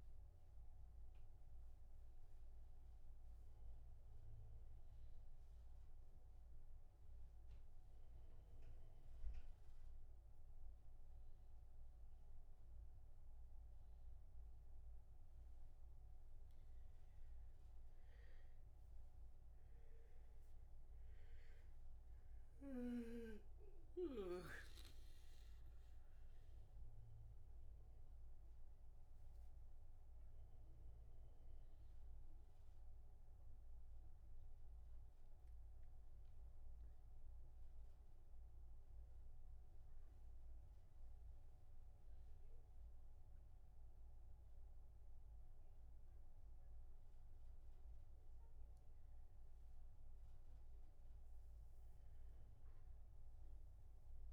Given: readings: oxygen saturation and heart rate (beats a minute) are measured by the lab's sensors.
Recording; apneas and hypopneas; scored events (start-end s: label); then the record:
a person awake in a sleep study, hard to hear, by a room microphone; none
21.00-38.00 s: oxygen desaturation (device-marked, oxygen 97% before, 94% lowest)
From the record:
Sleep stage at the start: awake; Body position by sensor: on the back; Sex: male